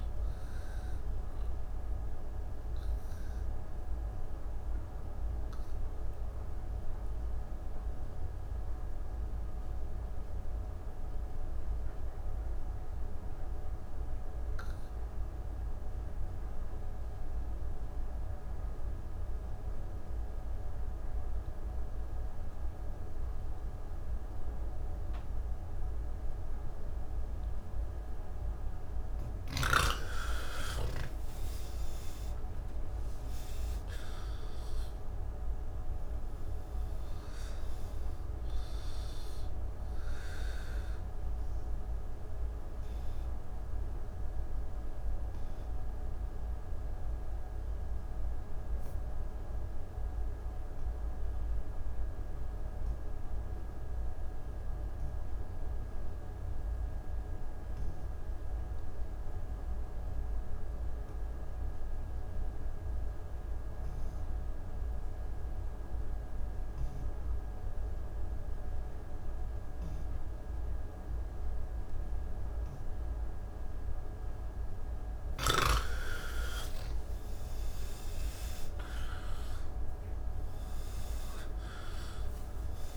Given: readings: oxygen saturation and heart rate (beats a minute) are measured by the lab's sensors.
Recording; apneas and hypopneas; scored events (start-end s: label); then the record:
breathing in sleep, hard to hear, by a room microphone; 2
0.00-14.00 s: oxygen desaturation (device-marked, oxygen 94% lowest)
2.00-29.00 s: obstructive apnea (oxygen 99% before, 79% lowest)
16.00-56.00 s: oxygen desaturation (device-marked, oxygen 97% before, 82% lowest, heart rate 102 before, 36 extreme)
40.00-82.97 s: new sleep stage, N2 (light sleep)
42.00-62.50 s: obstructive apnea (oxygen 97% before, 79% lowest, heart rate 102 before, 93 extreme)
62.00-82.97 s: oxygen desaturation (device-marked, oxygen 98% before, 79% lowest)
From the record:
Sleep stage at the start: N1 (lightest sleep); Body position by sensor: on the back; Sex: male